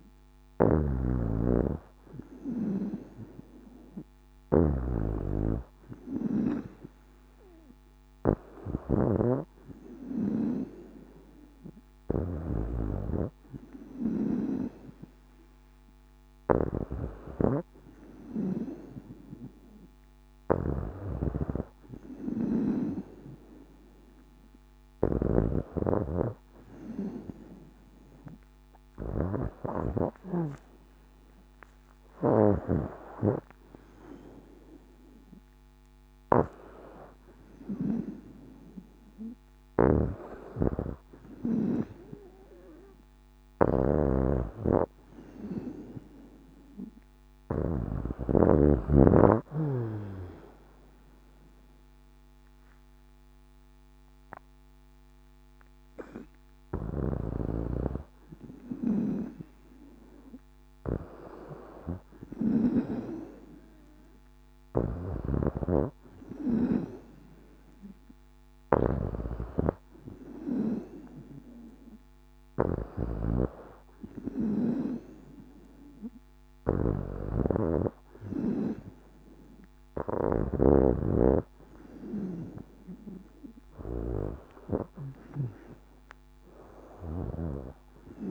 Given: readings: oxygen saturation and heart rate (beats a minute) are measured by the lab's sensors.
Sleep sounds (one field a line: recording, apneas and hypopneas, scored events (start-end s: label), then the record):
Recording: breathing in sleep by a microphone on the trachea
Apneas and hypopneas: none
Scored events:
0.00-47.50 s: snoring (device-marked)
56.50-62.50 s: snoring (device-marked)
64.50-88.31 s: snoring (device-marked)
From the record:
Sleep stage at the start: N2 (light sleep)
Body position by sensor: on the back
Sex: female